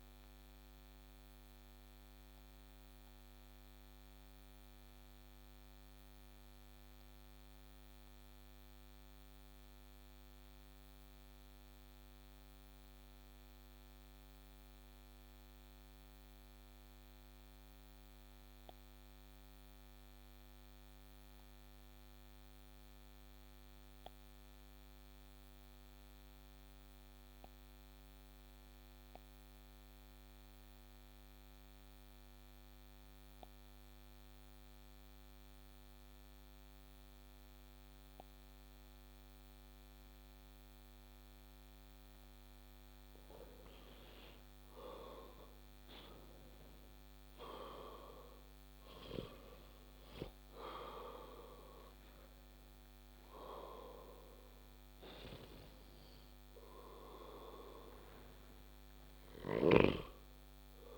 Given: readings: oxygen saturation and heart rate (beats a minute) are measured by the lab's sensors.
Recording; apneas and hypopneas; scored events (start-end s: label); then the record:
breathing in sleep by a microphone on the trachea; 1
0.00-7.50 s: oxygen desaturation (device-marked, oxygen 93% lowest)
1.50-43.50 s: obstructive apnea (oxygen 98% before, 90% lowest)
46.00-51.50 s: arousal
From the record:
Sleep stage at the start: N2 (light sleep); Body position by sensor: on the back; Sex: male